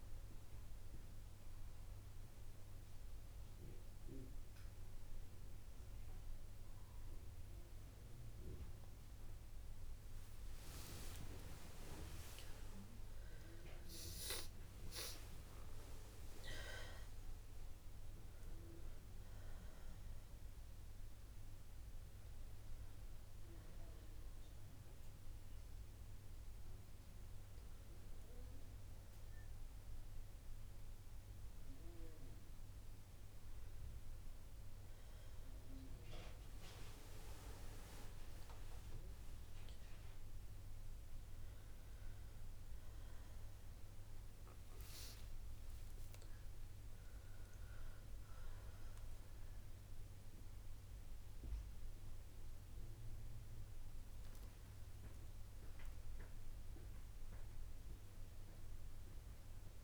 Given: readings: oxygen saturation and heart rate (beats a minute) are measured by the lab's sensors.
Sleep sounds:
breathing in sleep by a room microphone; none
10.50-15.00 s: arousal
34.50-59.83 s: new sleep stage, N2 (light sleep)
From the record:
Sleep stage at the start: N1 (lightest sleep); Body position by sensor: on the right side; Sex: female

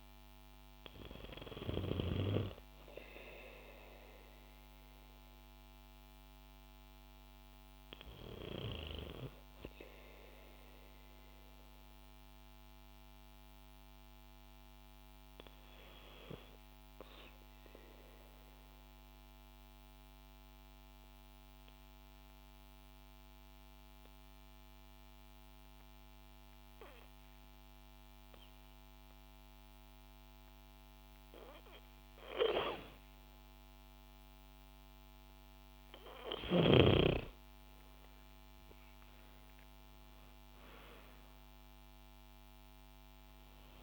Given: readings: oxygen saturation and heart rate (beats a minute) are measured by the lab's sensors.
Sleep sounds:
breathing in sleep by a microphone on the trachea; 1
0.00-5.50 s: oxygen desaturation (device-marked, oxygen 91% lowest, heart rate 56 extreme)
9.00-12.50 s: arousal
17.00-31.50 s: obstructive apnea (oxygen 97% before, 91% lowest, heart rate 58 before, 56 extreme, up 6 after)
34.50-43.83 s: oxygen desaturation (device-marked, oxygen 96% before, 91% lowest, heart rate 58 before, 55 extreme)
36.50-40.50 s: arousal
From the record:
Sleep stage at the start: N2 (light sleep); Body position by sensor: on the back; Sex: female

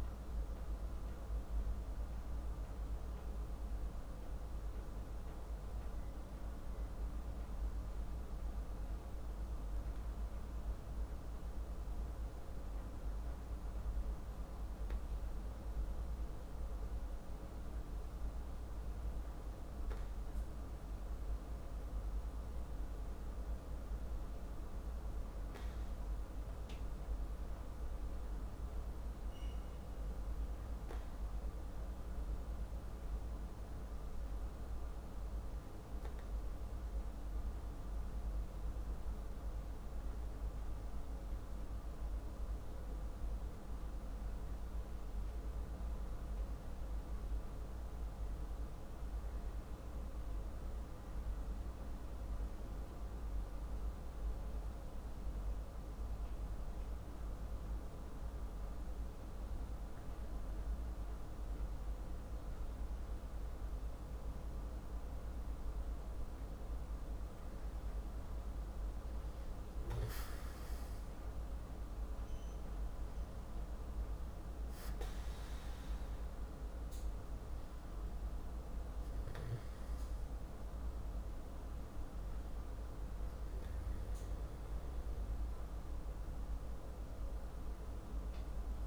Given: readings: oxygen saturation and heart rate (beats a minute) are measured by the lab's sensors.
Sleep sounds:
breathing in sleep, hard to hear, by a room microphone; 1
36.00-67.00 s: hypopnea (oxygen 98% before, 92% lowest, heart rate 50 before, 43 extreme, up 9 after)
69.50-88.87 s: oxygen desaturation (device-marked, oxygen 97% before, 92% lowest, heart rate 48 before, 50 extreme)
71.50-76.00 s: arousal
From the record:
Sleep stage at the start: N2 (light sleep); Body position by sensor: on the back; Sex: male

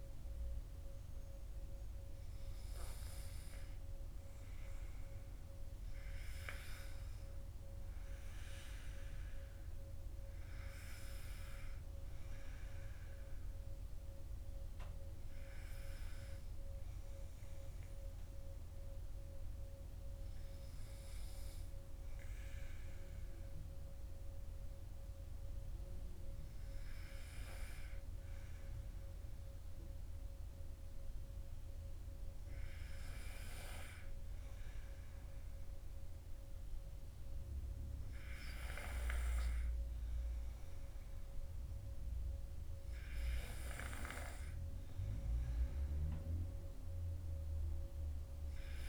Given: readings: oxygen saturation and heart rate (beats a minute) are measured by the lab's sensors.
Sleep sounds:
breathing in sleep by a room microphone; none
none scored
From the record:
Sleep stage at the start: N2 (light sleep); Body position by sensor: on the back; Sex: male

